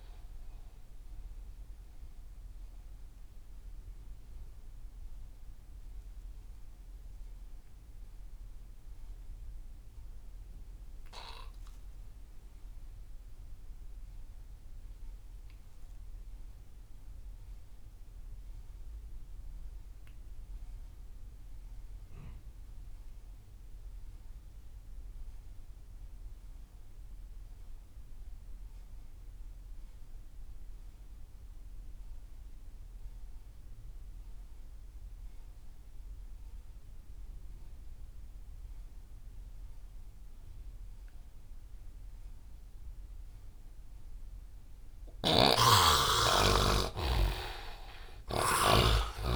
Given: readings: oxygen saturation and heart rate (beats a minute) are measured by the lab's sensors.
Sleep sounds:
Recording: breathing in sleep by a room microphone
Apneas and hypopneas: 1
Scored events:
0.00-9.00 s: oxygen desaturation (device-marked, oxygen 64% lowest)
1.50-45.00 s: mixed apnea (oxygen 87% before, 63% lowest)
20.00-49.36 s: oxygen desaturation (device-marked, oxygen 99% before, 63% lowest)
45.00-49.36 s: snoring (device-marked)
46.50-49.36 s: arousal
From the record:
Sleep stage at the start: REM sleep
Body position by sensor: on the right side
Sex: male

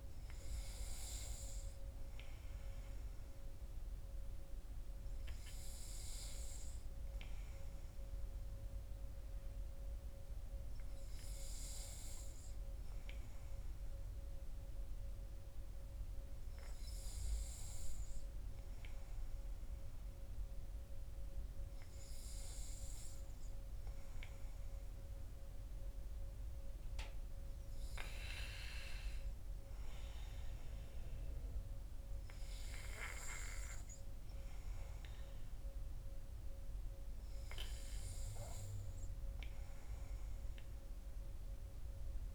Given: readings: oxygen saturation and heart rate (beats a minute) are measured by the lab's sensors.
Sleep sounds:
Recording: breathing in sleep by a room microphone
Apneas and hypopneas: none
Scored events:
none scored
From the record:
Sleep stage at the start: N2 (light sleep)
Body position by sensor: on the back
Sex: male

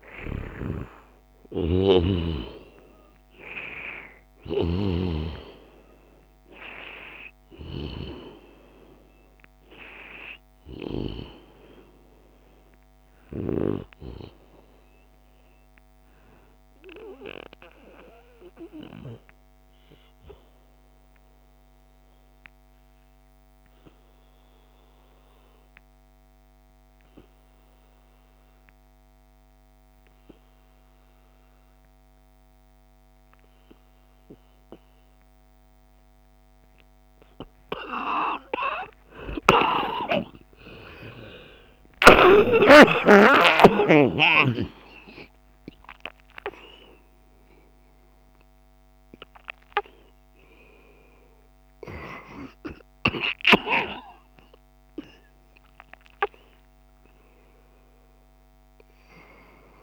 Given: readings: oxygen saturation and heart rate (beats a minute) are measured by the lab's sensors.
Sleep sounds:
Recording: a person partly awake in a sleep study, by a microphone on the trachea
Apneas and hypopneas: 1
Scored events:
0.00-1.00 s: arousal
0.00-5.00 s: snoring (device-marked)
0.00-20.50 s: oxygen desaturation (device-marked, oxygen 87% lowest, heart rate 69 extreme)
18.50-20.50 s: long interval between heartbeats (device-marked, heart rate 79 before, 82 extreme)
21.00-38.00 s: obstructive apnea (oxygen 95% before, 91% lowest, heart rate 81 before, 72 extreme, up 50 after)
36.50-59.83 s: new sleep stage, awake
40.00-42.00 s: long interval between heartbeats (device-marked, heart rate 75 before, 90 extreme)
42.50-44.50 s: long interval between heartbeats (device-marked, heart rate 78 before, 113 extreme)
44.50-46.50 s: long interval between heartbeats (device-marked, heart rate 81 before, 118 extreme)
51.50-59.83 s: oxygen desaturation (device-marked, oxygen 96% before, 91% lowest, heart rate 93 before, 93 extreme)
From the record:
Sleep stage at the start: N2 (light sleep)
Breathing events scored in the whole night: 499 in 6.2 hours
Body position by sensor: on the back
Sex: male

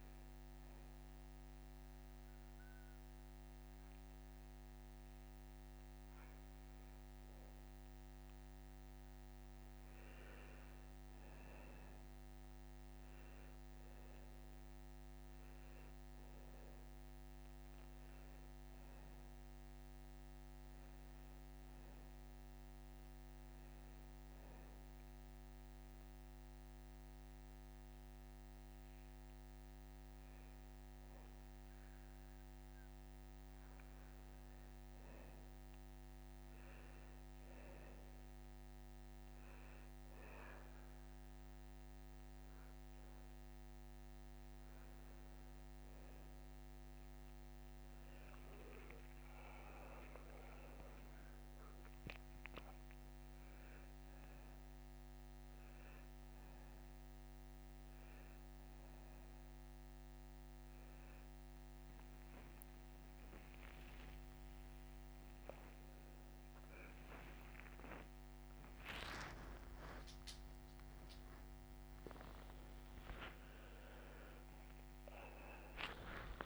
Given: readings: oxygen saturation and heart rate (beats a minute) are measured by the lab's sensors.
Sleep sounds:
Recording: breathing in sleep, hard to hear, by a microphone on the trachea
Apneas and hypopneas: 1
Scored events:
0.00-5.00 s: oxygen desaturation (device-marked, oxygen 93% lowest, heart rate 57 extreme)
14.00-23.00 s: oxygen desaturation (device-marked, oxygen 95% before, 92% lowest)
18.50-22.00 s: arousal
24.50-34.50 s: hypopnea (oxygen 96% before, 92% lowest)
37.50-40.50 s: arousal
71.00-76.46 s: new sleep stage, awake
From the record:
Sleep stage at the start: N1 (lightest sleep)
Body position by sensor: on the back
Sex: male

